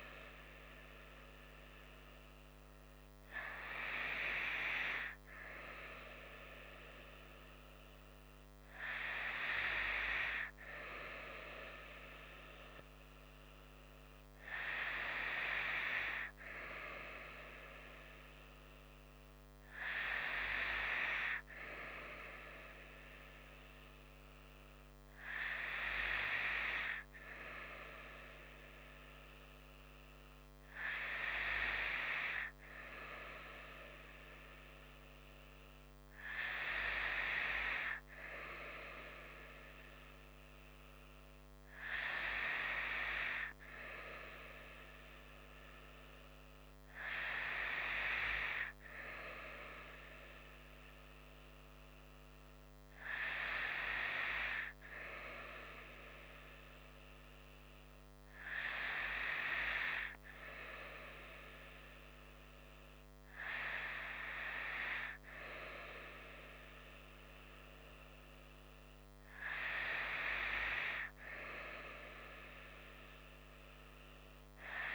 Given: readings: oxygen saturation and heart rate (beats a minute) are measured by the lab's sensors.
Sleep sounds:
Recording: breathing in sleep by a microphone on the trachea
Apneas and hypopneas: none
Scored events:
none scored
From the record:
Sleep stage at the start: N2 (light sleep)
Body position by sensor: on the right side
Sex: female

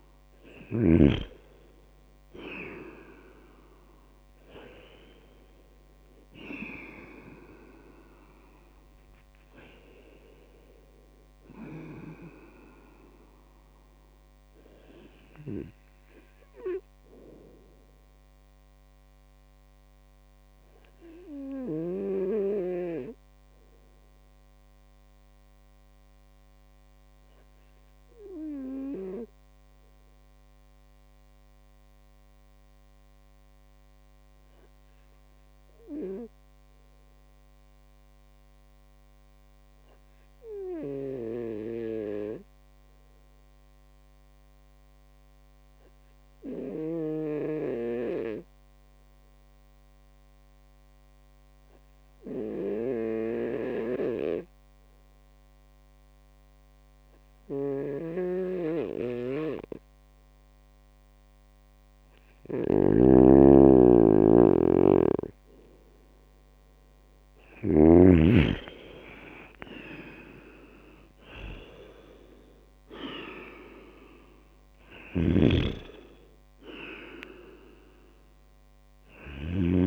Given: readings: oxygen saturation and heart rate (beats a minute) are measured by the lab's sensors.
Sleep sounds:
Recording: breathing in sleep by a microphone on the trachea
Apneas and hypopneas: 1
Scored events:
1.50-6.50 s: arousal
17.00-62.00 s: obstructive apnea (oxygen 100% before, 96% lowest, heart rate 64 before, 61 extreme, up 23 after)
57.00-67.50 s: snoring (device-marked)
64.50-68.00 s: arousal
74.50-79.00 s: snoring (device-marked)
From the record:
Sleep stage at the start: N2 (light sleep)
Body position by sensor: on the right side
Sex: male

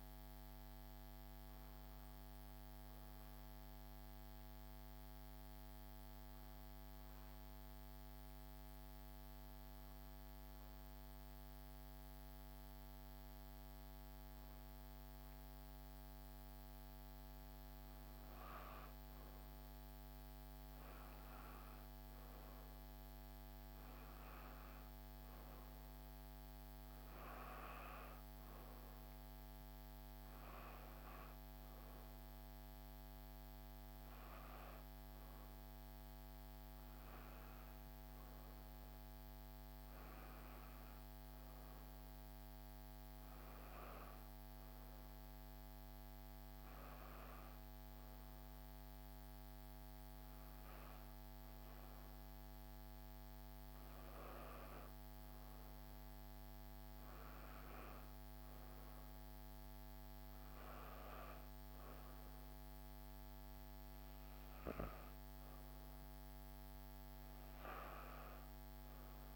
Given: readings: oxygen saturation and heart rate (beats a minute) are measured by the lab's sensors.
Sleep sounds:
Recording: breathing in sleep, hard to hear, by a microphone on the trachea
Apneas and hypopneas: 1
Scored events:
0.00-7.50 s: oxygen desaturation (device-marked, oxygen 91% lowest, heart rate 49 extreme)
4.00-19.50 s: hypopnea (oxygen 99% before, 89% lowest, heart rate 59 before, 60 extreme, up 2 after)
21.50-25.00 s: arousal
25.50-45.50 s: oxygen desaturation (device-marked, oxygen 98% before, 89% lowest, heart rate 61 before, 59 extreme)
47.50-69.36 s: new sleep stage, N2 (light sleep)
From the record:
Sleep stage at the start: N1 (lightest sleep)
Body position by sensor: on the left side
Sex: female

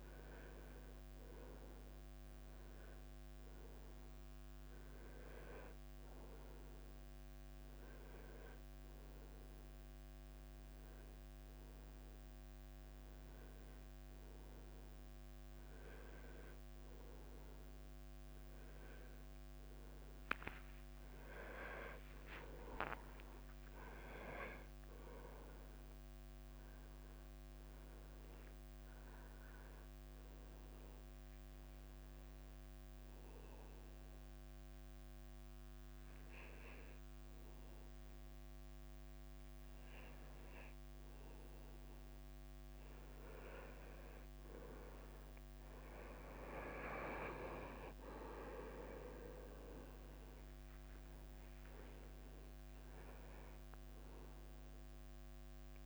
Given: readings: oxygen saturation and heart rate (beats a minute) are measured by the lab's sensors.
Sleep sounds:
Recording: a person awake in a sleep study, by a microphone on the trachea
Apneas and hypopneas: none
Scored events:
none scored
From the record:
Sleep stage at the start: awake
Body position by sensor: on the right side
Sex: male

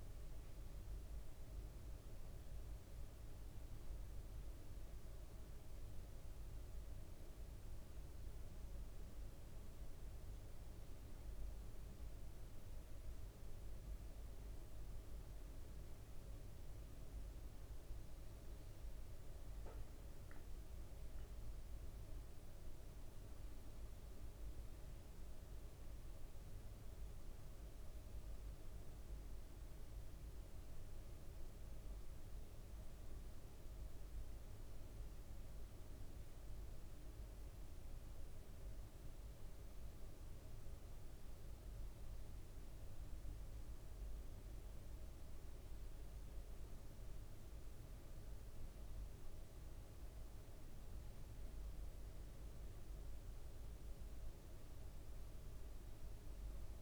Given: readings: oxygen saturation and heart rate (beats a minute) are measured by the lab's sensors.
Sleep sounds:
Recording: a person awake in a sleep study, hard to hear, by a room microphone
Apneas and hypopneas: none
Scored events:
none scored
From the record:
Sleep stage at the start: awake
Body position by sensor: on the right side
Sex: male

